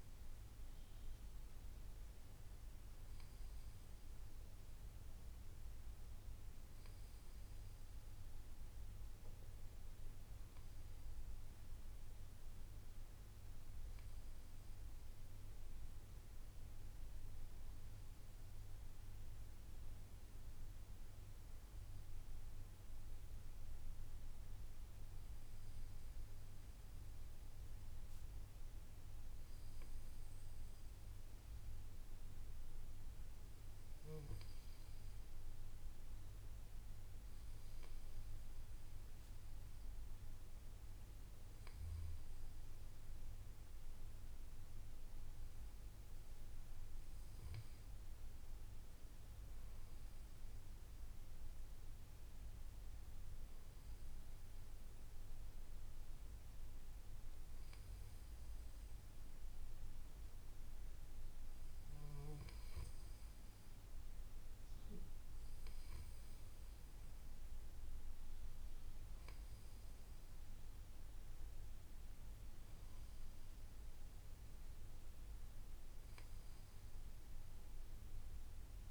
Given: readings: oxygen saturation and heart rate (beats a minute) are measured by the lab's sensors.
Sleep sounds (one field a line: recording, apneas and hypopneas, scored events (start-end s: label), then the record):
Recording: breathing in sleep, hard to hear, by a room microphone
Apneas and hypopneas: none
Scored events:
none scored
From the record:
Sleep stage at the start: N2 (light sleep)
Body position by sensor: on the back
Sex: male